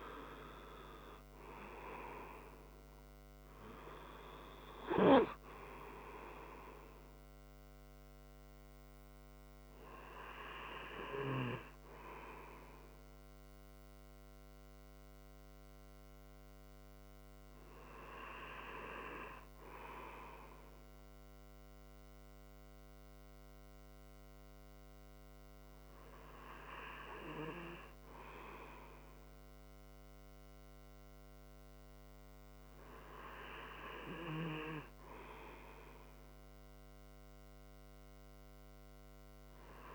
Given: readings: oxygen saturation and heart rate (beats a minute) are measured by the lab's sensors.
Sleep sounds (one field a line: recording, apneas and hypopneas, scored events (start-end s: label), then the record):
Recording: breathing in sleep by a microphone on the trachea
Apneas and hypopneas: none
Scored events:
0.00-2.00 s: arousal
5.50-26.50 s: oxygen desaturation (device-marked, oxygen 95% before, 92% lowest)
From the record:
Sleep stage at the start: N2 (light sleep)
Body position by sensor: on the front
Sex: male